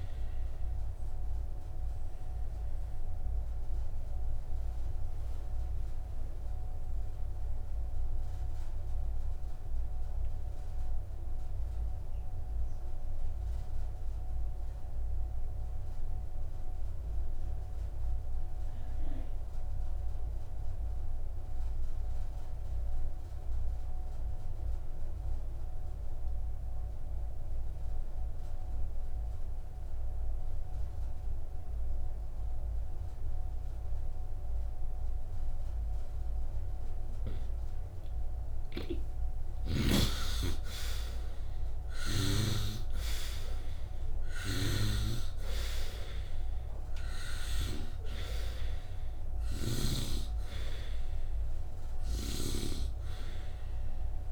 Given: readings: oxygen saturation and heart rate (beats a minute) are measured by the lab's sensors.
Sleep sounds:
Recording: breathing in sleep by a room microphone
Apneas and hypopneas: 1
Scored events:
2.00-26.00 s: oxygen desaturation (device-marked, oxygen 91% before, 68% lowest, heart rate 63 before, 53 extreme)
2.50-39.00 s: obstructive apnea (oxygen 96% before, 67% lowest, heart rate 63 before, 53 extreme, up 11 after)
39.50-44.00 s: arousal
43.00-54.31 s: oxygen desaturation (device-marked, oxygen 91% before, 67% lowest, heart rate 57 before, 59 extreme)
44.50-50.00 s: snoring (device-marked)
From the record:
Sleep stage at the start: N2 (light sleep)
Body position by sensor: upright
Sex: male

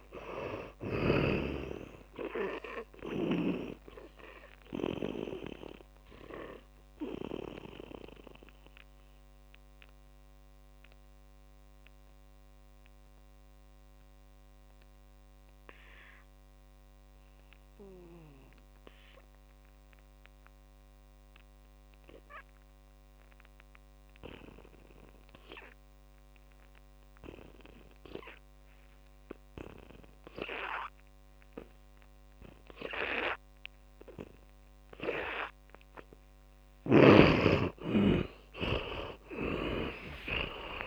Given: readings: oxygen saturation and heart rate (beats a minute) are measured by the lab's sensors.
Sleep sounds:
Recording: breathing in sleep by a microphone on the trachea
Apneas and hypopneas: 1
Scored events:
0.00-4.00 s: snoring (device-marked)
0.00-27.50 s: oxygen desaturation (device-marked, oxygen 79% lowest, heart rate 50 extreme)
4.50-36.00 s: mixed apnea (oxygen 99% before, 78% lowest, heart rate 59 before, 50 extreme, up 19 after)
37.00-40.86 s: snoring (device-marked)
38.50-40.86 s: oxygen desaturation (device-marked, oxygen 100% before, 89% lowest, heart rate 58 before, 60 extreme)
From the record:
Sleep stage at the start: N2 (light sleep)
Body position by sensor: on the back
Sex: male

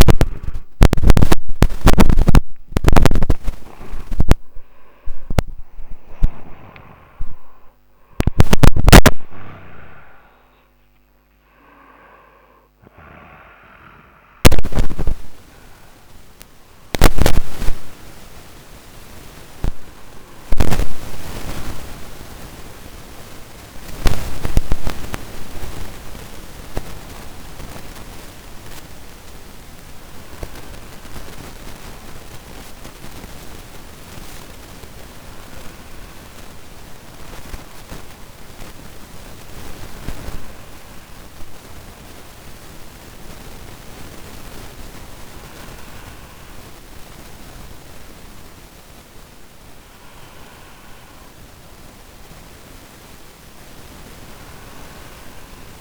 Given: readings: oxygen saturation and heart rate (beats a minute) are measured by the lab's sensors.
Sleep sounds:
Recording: a person partly awake in a sleep study, by a microphone on the trachea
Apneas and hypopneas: none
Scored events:
16.00-55.81 s: new sleep stage, N1 (lightest sleep)
From the record:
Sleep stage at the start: awake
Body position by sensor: on the right side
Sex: male

